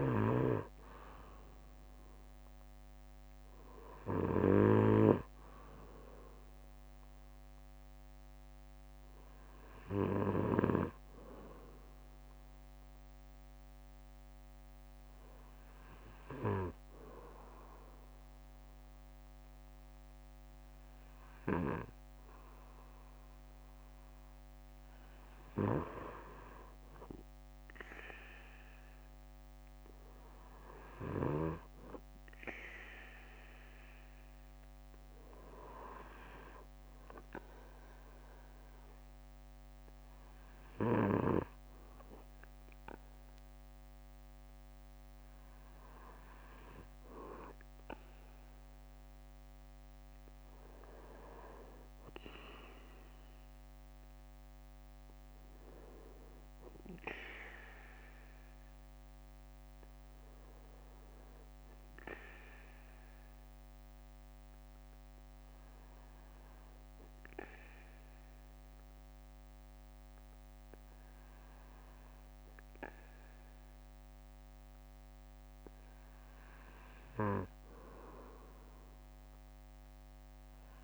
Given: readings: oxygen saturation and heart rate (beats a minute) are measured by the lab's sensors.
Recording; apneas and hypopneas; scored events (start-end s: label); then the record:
breathing in sleep by a microphone on the trachea; 1
3.50-12.50 s: bradycardia (device-marked, heart rate 59 before, 57 extreme)
13.50-16.50 s: bradycardia (device-marked, heart rate 59 before, 57 extreme)
22.50-24.50 s: bradycardia (device-marked, heart rate 59 before, 60 extreme)
30.50-32.50 s: bradycardia (device-marked, heart rate 59 before, 62 extreme)
34.50-50.50 s: bradycardia (device-marked, heart rate 59 before, 57 extreme)
51.50-55.00 s: arousal
59.50-62.50 s: bradycardia (device-marked, heart rate 59 before, 56 extreme)
62.00-76.50 s: obstructive apnea (oxygen 97% before, 95% lowest, heart rate 59 before, 55 extreme, up 10 after)
64.50-66.50 s: bradycardia (device-marked, heart rate 59 before, 58 extreme)
68.50-70.50 s: bradycardia (device-marked, heart rate 59 before, 57 extreme)
79.00-80.84 s: arousal
From the record:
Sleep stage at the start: N2 (light sleep); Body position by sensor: on the back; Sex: male